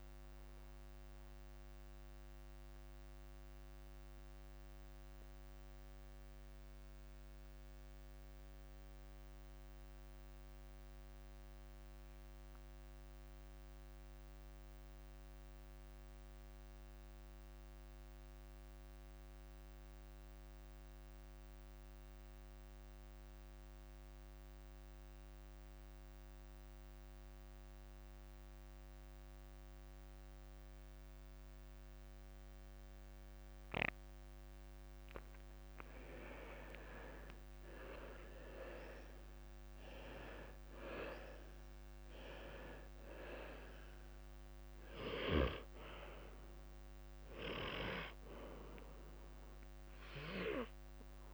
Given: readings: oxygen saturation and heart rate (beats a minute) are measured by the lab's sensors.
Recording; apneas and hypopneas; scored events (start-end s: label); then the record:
breathing in sleep by a microphone on the trachea; 1
1.00-35.50 s: mixed apnea (oxygen 98% before, 87% lowest, heart rate 56 before, 50 extreme, up 6 after)
2.50-14.50 s: oxygen desaturation (device-marked, oxygen 96% before, 93% lowest, heart rate 54 before, 51 extreme)
28.50-51.33 s: oxygen desaturation (device-marked, oxygen 97% before, 87% lowest, heart rate 51 before, 52 extreme)
38.00-42.00 s: arousal
From the record:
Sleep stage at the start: N2 (light sleep); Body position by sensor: on the left side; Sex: male